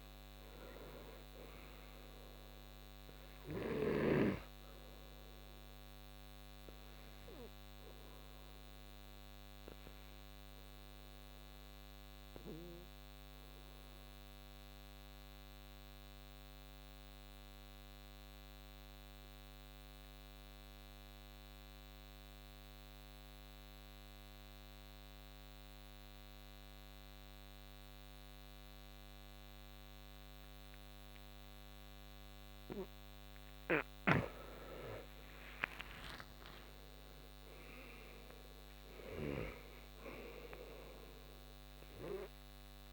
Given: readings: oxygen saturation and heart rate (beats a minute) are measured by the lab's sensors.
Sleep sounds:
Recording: breathing in sleep by a microphone on the trachea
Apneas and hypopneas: 1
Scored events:
0.00-19.00 s: oxygen desaturation (device-marked, oxygen 81% lowest, heart rate 61 extreme)
6.50-33.00 s: obstructive apnea (oxygen 98% before, 81% lowest, heart rate 70 before, 61 extreme, up 8 after)
33.00-42.93 s: oxygen desaturation (device-marked, oxygen 98% before, 83% lowest, heart rate 65 before, 62 extreme)
34.00-39.50 s: snoring (device-marked)
35.00-39.50 s: arousal
From the record:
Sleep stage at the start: N2 (light sleep)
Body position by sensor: on the back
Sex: male

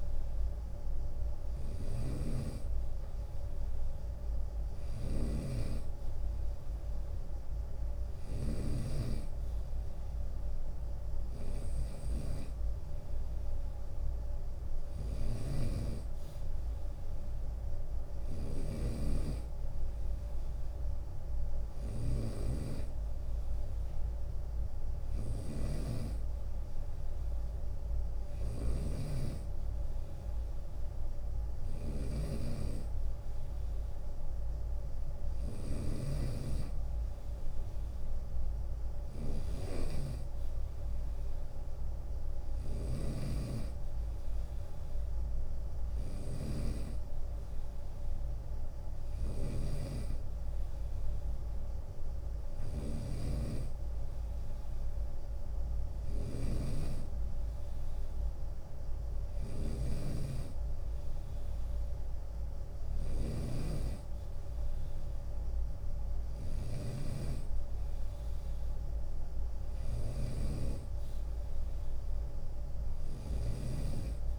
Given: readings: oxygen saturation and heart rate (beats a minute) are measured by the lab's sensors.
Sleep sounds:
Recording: breathing in sleep by a room microphone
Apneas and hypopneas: none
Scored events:
0.00-74.39 s: snoring (device-marked)
0.50-2.50 s: long interval between heartbeats (device-marked, heart rate 77 before, 79 extreme)
3.00-5.00 s: bradycardia (device-marked, heart rate 77 before, 60 extreme)
4.00-6.00 s: long interval between heartbeats (device-marked, heart rate 77 before, 63 extreme)
11.50-13.50 s: long interval between heartbeats (device-marked, heart rate 71 before, 75 extreme)
16.50-18.50 s: long interval between heartbeats (device-marked, heart rate 70 before, 73 extreme)
23.50-25.50 s: long interval between heartbeats (device-marked, heart rate 68 before, 68 extreme)
40.50-42.50 s: long interval between heartbeats (device-marked, heart rate 70 before, 75 extreme)
43.50-45.50 s: long interval between heartbeats (device-marked, heart rate 71 before, 79 extreme)
59.00-61.00 s: long interval between heartbeats (device-marked, heart rate 70 before, 66 extreme)
64.00-66.00 s: long interval between heartbeats (device-marked, heart rate 68 before, 80 extreme)
66.00-70.00 s: bradycardia (device-marked, heart rate 76 before, 48 extreme)
67.50-69.50 s: long interval between heartbeats (device-marked, heart rate 70 before, 66 extreme)
From the record:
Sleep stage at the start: N2 (light sleep)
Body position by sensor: on the right side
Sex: male

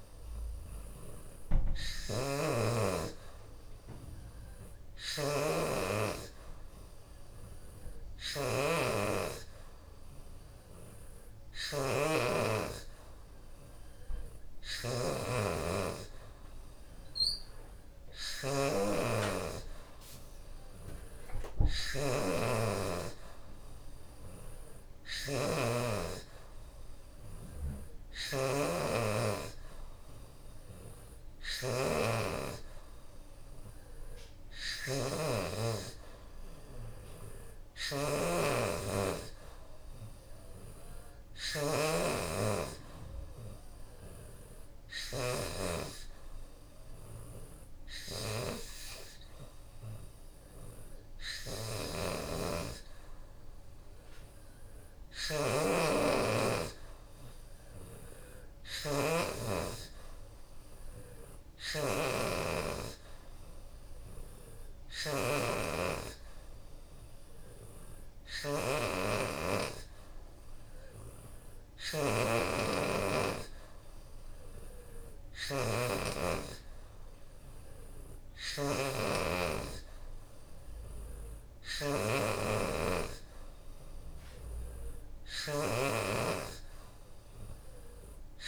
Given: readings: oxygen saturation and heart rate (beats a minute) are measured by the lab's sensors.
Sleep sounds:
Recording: breathing in sleep by a room microphone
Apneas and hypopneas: none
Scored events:
none scored
From the record:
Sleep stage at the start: N3 (deep sleep)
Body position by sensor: on the back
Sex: female

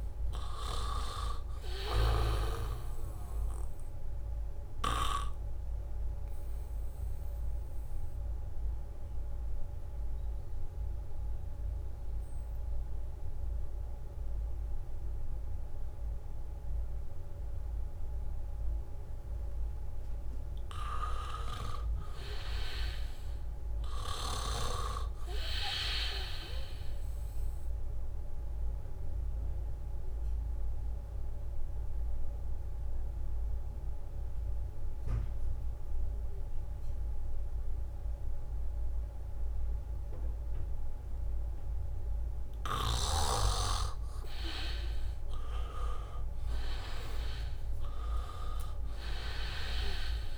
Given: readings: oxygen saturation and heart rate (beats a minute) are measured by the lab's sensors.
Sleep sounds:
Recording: breathing in sleep by a room microphone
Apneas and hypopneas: 2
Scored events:
0.00-13.50 s: oxygen desaturation (device-marked, oxygen 83% lowest, heart rate 75 extreme)
6.00-21.00 s: obstructive apnea (oxygen 98% before, 83% lowest, heart rate 77 before, 75 extreme, up 1 after)
23.50-26.50 s: arousal
25.50-40.50 s: oxygen desaturation (device-marked, oxygen 98% before, 85% lowest, heart rate 80 before, 75 extreme)
29.50-43.50 s: obstructive apnea (oxygen 98% before, 83% lowest, heart rate 80 before, 77 extreme, up 0 after)
45.50-49.50 s: arousal
45.50-50.38 s: oxygen desaturation (device-marked, oxygen 97% before, 84% lowest, heart rate 77 before, 75 extreme)
From the record:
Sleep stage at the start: N2 (light sleep)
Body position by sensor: on the back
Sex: male

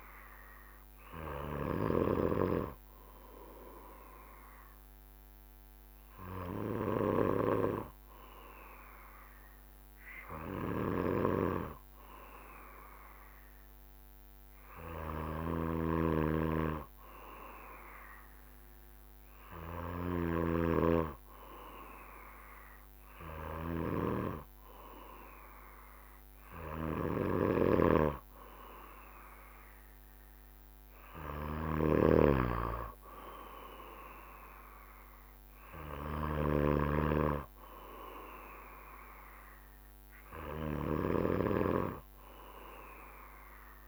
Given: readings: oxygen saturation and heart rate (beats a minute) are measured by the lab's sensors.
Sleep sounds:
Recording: breathing in sleep by a microphone on the trachea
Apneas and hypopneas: 1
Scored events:
0.00-1.50 s: long interval between heartbeats (device-marked, heart rate 75 extreme)
1.50-25.00 s: hypopnea (oxygen 96% before, 95% lowest, heart rate 67 before, 65 extreme, up 2 after)
13.00-15.00 s: long interval between heartbeats (device-marked, heart rate 69 before, 77 extreme)
15.50-20.50 s: snoring (device-marked)
27.00-29.50 s: arousal
27.50-32.00 s: snoring (device-marked)
From the record:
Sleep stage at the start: N2 (light sleep)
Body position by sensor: on the back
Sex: male

